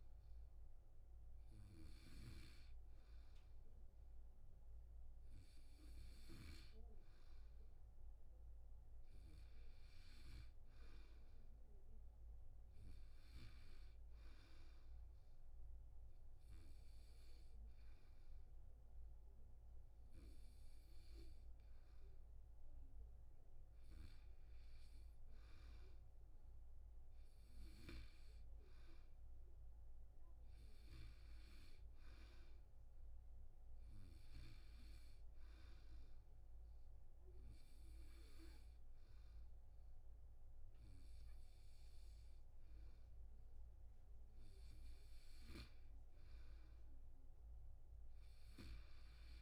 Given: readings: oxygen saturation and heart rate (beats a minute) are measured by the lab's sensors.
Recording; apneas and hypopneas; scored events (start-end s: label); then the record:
breathing in sleep by a room microphone; 1
33.50-44.50 s: hypopnea (oxygen 96% before, 91% lowest, heart rate 80 before, 72 extreme, up 3 after)
From the record:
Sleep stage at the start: N2 (light sleep); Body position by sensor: on the back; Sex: male